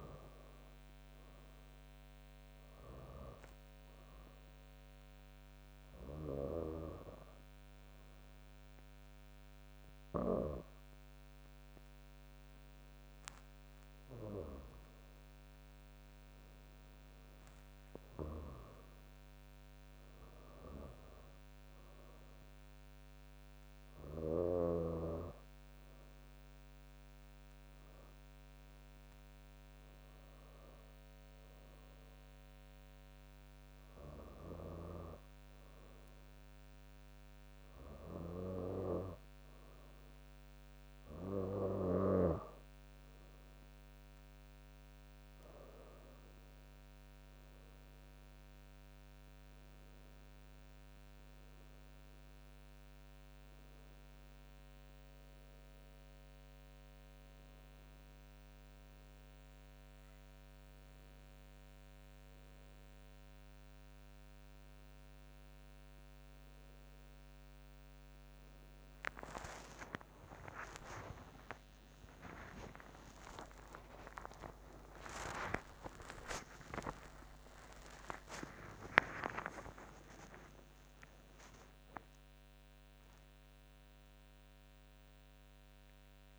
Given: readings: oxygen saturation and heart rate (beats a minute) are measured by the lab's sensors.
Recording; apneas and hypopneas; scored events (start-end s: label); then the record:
breathing in sleep by a microphone on the trachea; none
45.00-49.00 s: arousal
46.00-48.00 s: bradycardia (device-marked, heart rate 65 before, 62 extreme)
53.00-83.00 s: new sleep stage, N1 (lightest sleep)
71.00-73.00 s: long interval between heartbeats (device-marked, heart rate 65 before, 79 extreme)
74.50-76.50 s: long interval between heartbeats (device-marked, heart rate 69 before, 128 extreme)
76.50-78.50 s: long interval between heartbeats (device-marked, heart rate 75 before, 158 extreme)
79.00-81.00 s: long interval between heartbeats (device-marked, heart rate 90 before, 160 extreme)
82.50-84.50 s: long interval between heartbeats (device-marked, heart rate 104 before, 125 extreme)
83.00-85.00 s: bradycardia (device-marked, heart rate 67 before, 125 extreme)
83.00-86.38 s: new sleep stage, awake
From the record:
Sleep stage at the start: N2 (light sleep); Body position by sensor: on the back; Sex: female